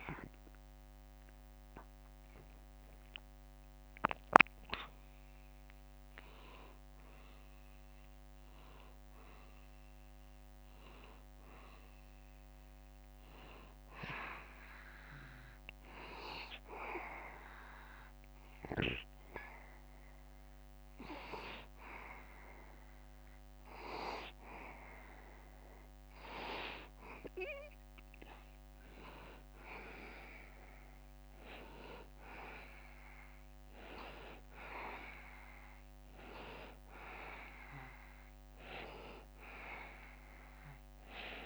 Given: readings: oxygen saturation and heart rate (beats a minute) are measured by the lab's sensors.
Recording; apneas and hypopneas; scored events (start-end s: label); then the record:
breathing in sleep by a microphone on the trachea; 1
0.00-3.00 s: arousal
0.00-11.00 s: oxygen desaturation (device-marked, oxygen 90% lowest, heart rate 72 extreme)
0.00-18.00 s: drop in pulse transit time (device-marked, heart rate 73 extreme)
15.00-26.50 s: hypopnea (oxygen 95% before, 88% lowest, heart rate 77 before, 72 extreme, up 0 after)
29.50-33.50 s: arousal
From the record:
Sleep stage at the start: N2 (light sleep); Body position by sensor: on the back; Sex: male